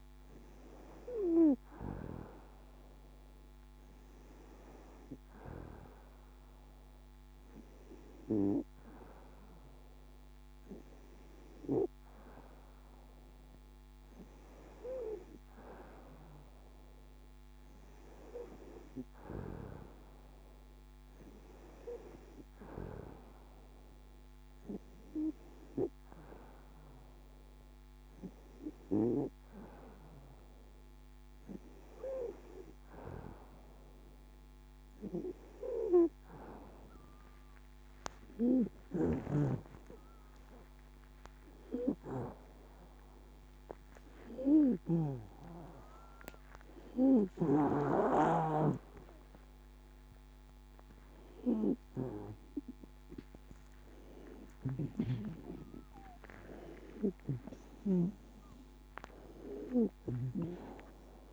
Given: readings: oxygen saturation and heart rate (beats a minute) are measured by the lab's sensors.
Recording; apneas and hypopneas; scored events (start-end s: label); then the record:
a person partly awake in a sleep study, by a microphone on the trachea; none
31.00-61.33 s: new sleep stage, awake
From the record:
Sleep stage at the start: N2 (light sleep); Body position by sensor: on the back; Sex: female